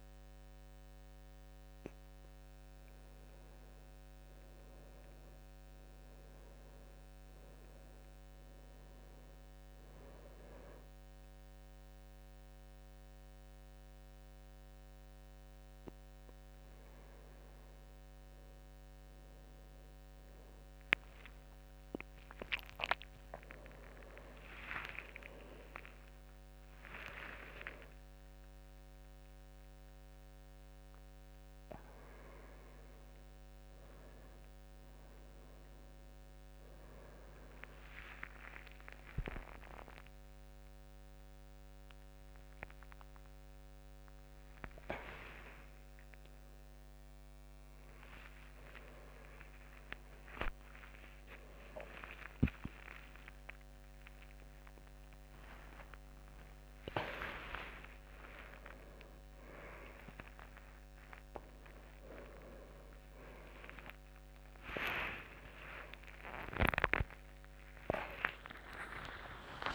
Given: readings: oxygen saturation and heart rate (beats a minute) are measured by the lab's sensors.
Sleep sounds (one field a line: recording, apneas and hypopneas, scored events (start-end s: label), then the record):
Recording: a person awake in a sleep study, by a microphone on the trachea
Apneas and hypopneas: none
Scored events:
none scored
From the record:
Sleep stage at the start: awake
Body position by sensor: on the right side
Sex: male